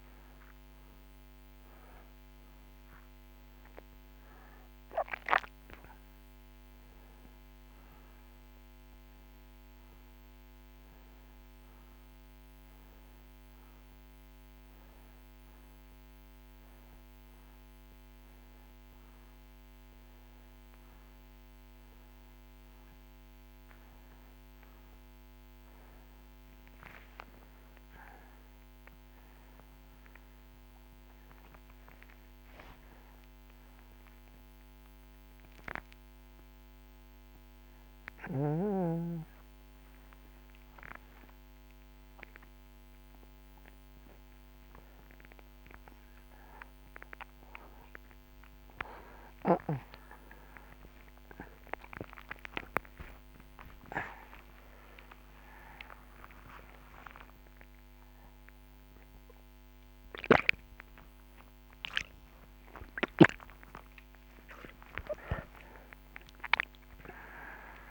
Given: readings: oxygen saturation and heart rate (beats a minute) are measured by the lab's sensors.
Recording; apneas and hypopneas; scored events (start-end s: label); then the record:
a person awake in a sleep study, by a microphone on the trachea; none
none scored
From the record:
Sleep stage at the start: awake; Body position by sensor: on the right side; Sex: male